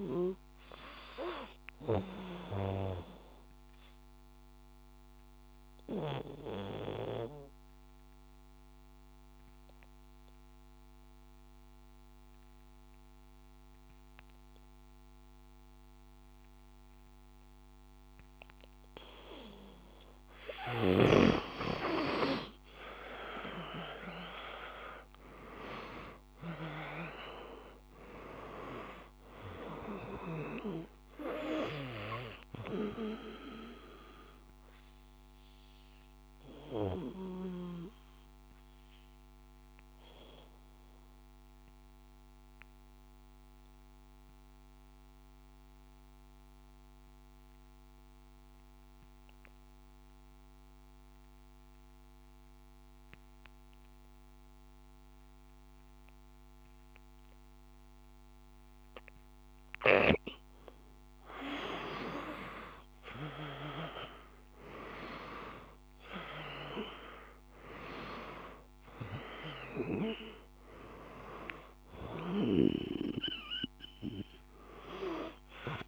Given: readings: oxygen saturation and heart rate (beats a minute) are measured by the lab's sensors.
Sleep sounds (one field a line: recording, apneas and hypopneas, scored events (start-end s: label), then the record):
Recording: breathing in sleep by a microphone on the trachea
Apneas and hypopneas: 2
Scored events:
0.00-10.00 s: oxygen desaturation (device-marked, oxygen 90% lowest, heart rate 54 extreme)
2.50-18.50 s: obstructive apnea (oxygen 98% before, 90% lowest, heart rate 57 before, 54 extreme, up 5 after)
22.00-26.00 s: arousal
26.00-36.00 s: oxygen desaturation (device-marked, oxygen 97% before, 93% lowest, heart rate 56 before, 53 extreme)
34.00-59.00 s: obstructive apnea (oxygen 98% before, 89% lowest, heart rate 57 before, 53 extreme, up 5 after)
44.00-54.00 s: oxygen desaturation (device-marked, oxygen 94% before, 91% lowest, heart rate 57 before, 53 extreme)
62.00-66.00 s: arousal
65.00-75.88 s: oxygen desaturation (device-marked, oxygen 98% before, 89% lowest, heart rate 54 before, 54 extreme)
From the record:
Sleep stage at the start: N2 (light sleep)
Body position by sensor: on the back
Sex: male